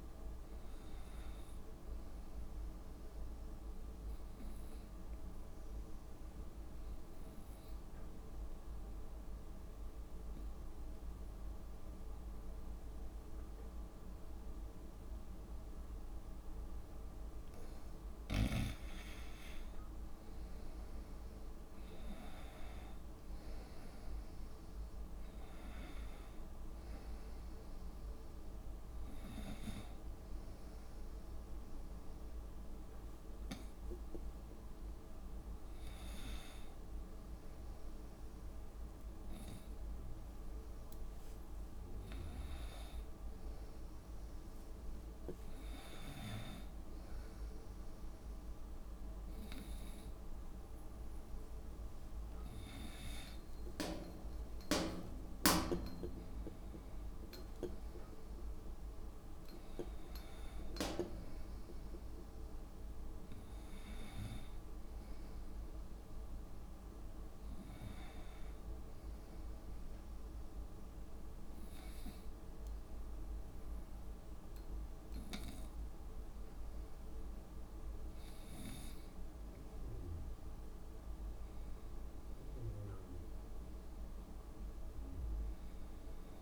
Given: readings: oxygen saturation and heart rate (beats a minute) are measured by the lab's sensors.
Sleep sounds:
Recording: breathing in sleep by a room microphone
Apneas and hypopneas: 3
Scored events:
4.00-16.00 s: obstructive apnea (oxygen 97% before, 91% lowest, heart rate 64 before, 61 extreme, up 4 after)
19.00-23.00 s: arousal
23.00-42.00 s: oxygen desaturation (device-marked, oxygen 96% before, 91% lowest, heart rate 65 before, 61 extreme)
31.00-43.00 s: hypopnea (oxygen 97% before, 91% lowest, heart rate 67 before, 64 extreme, up 10 after)
34.50-36.50 s: long interval between heartbeats (device-marked, heart rate 66 before, 69 extreme)
45.50-47.50 s: long interval between heartbeats (device-marked, heart rate 67 before, 71 extreme)
45.50-49.00 s: arousal
61.00-63.00 s: long interval between heartbeats (device-marked, heart rate 68 before, 74 extreme)
70.00-80.50 s: obstructive apnea (oxygen 98% before, 89% lowest, heart rate 69 before, 63 extreme, up 1 after)
83.50-86.42 s: arousal
From the record:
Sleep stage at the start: N2 (light sleep)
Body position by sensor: on the right side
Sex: female

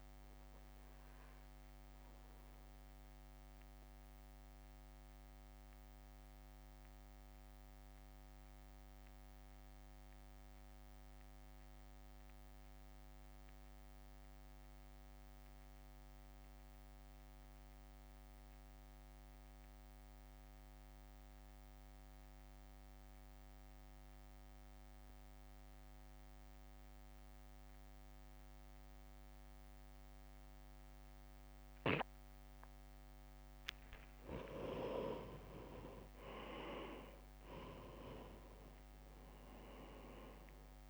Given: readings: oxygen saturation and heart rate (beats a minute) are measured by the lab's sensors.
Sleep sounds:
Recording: breathing in sleep by a microphone on the trachea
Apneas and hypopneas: 1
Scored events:
0.00-7.50 s: drop in pulse transit time (device-marked, heart rate 53 extreme)
0.00-22.50 s: oxygen desaturation (device-marked, oxygen 86% lowest, heart rate 53 extreme)
1.50-32.00 s: mixed apnea (oxygen 97% before, 86% lowest, heart rate 59 before, 54 extreme, up 3 after)
31.50-40.90 s: oxygen desaturation (device-marked, oxygen 98% before, 87% lowest, heart rate 62 before, 54 extreme)
36.50-40.90 s: arousal
38.50-40.90 s: drop in pulse transit time (device-marked, heart rate 63 before, 54 extreme)
From the record:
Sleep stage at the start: N2 (light sleep)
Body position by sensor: on the right side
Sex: male

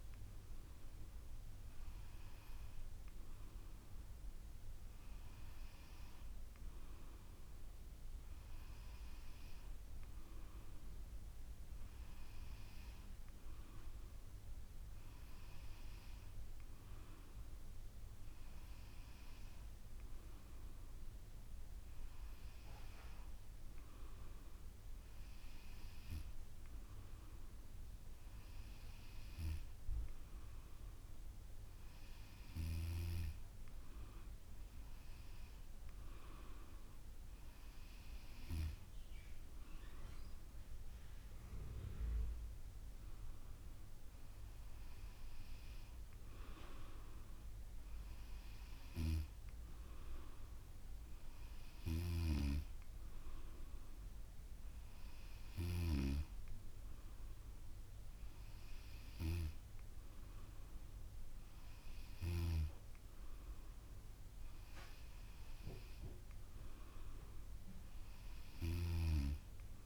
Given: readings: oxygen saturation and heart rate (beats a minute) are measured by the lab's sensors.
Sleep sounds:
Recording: breathing in sleep by a room microphone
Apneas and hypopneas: none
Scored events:
none scored
From the record:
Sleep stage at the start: N2 (light sleep)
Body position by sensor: on the back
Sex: female

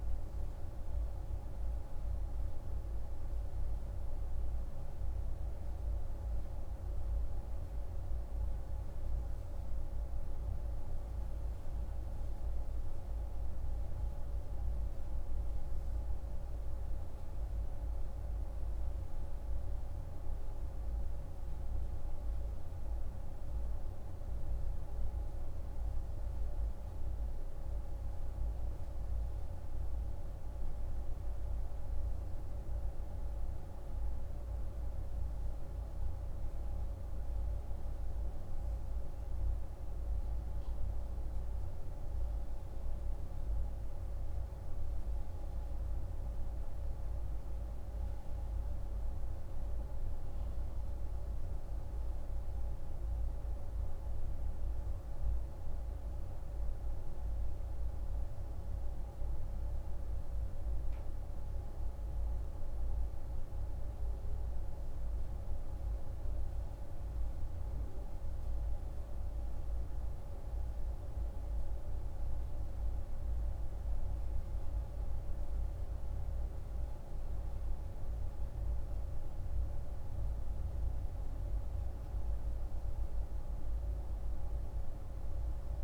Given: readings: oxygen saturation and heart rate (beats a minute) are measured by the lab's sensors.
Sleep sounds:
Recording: breathing in sleep, hard to hear, by a room microphone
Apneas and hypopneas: none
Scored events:
none scored
From the record:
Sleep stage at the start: N3 (deep sleep)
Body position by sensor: on the right side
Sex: male

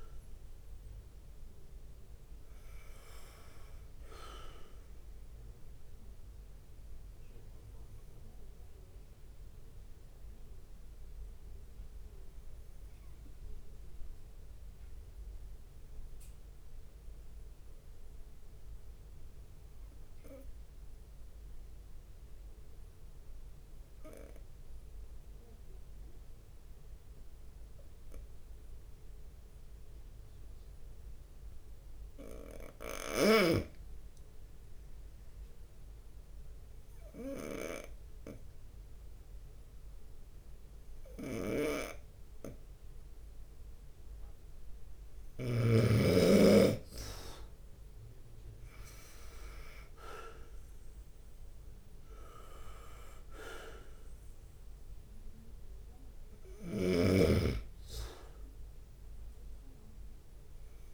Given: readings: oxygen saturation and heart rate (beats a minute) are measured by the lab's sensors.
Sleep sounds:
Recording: breathing in sleep by a room microphone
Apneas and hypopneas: 1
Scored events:
0.00-3.00 s: leg movement (device-marked)
4.00-60.94 s: bradycardia (device-marked)
9.00-11.00 s: long interval between heartbeats (device-marked)
9.00-43.50 s: obstructive apnea (oxygen 98% before, 92% lowest)
33.50-35.50 s: long interval between heartbeats (device-marked)
34.50-36.00 s: leg movement (device-marked)
36.50-38.00 s: leg movement (device-marked)
38.50-42.00 s: leg movement (device-marked)
41.50-46.00 s: snoring (device-marked)
42.50-52.50 s: leg movement (device-marked)
46.00-48.00 s: long interval between heartbeats (device-marked)
46.50-51.50 s: arousal
52.50-57.00 s: leg movement (device-marked)
53.00-60.94 s: oxygen desaturation (device-marked, oxygen 96% before, 92% lowest)
From the record:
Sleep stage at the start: N2 (light sleep)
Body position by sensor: on the right side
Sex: male

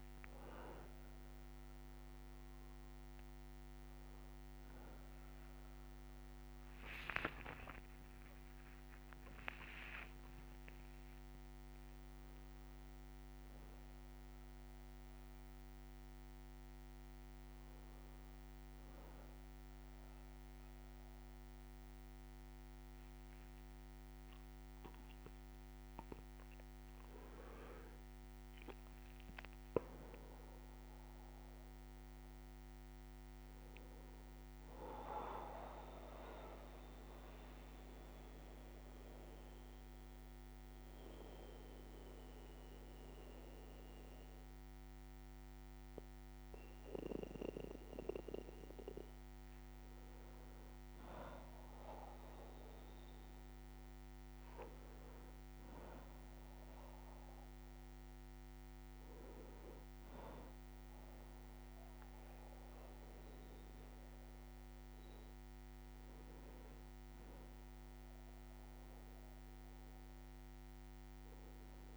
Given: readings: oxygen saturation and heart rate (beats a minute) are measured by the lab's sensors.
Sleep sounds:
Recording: a person partly awake in a sleep study, by a microphone on the trachea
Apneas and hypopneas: 1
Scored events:
0.00-16.50 s: oxygen desaturation (device-marked, oxygen 91% lowest, heart rate 62 extreme)
27.50-71.97 s: new sleep stage, N2 (light sleep)
37.00-48.50 s: obstructive apnea (oxygen 98% before, 94% lowest, heart rate 63 before, 60 extreme, up 3 after)
51.50-55.50 s: arousal
67.00-71.00 s: arousal
From the record:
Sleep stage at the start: awake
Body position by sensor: on the back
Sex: male

